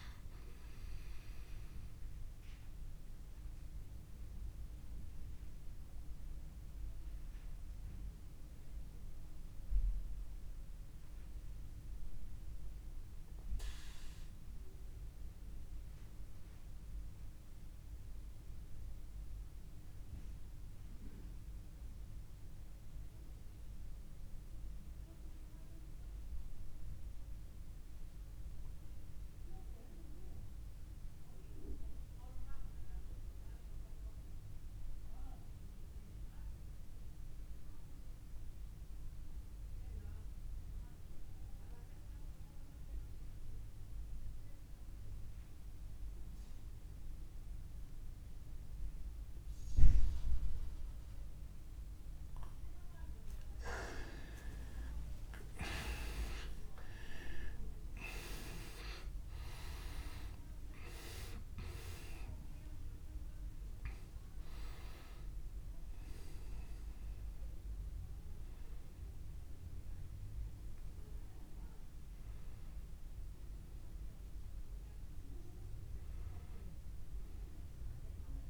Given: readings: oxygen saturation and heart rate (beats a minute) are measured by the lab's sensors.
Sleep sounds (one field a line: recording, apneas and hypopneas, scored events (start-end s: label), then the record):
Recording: breathing in sleep by a room microphone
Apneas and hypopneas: 1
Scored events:
0.00-20.00 s: oxygen desaturation (device-marked, oxygen 90% lowest)
1.50-53.00 s: obstructive apnea (oxygen 99% before, 85% lowest)
39.00-78.50 s: oxygen desaturation (device-marked, oxygen 99% before, 85% lowest)
55.50-59.50 s: arousal
From the record:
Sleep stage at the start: N2 (light sleep)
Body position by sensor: on the back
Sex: male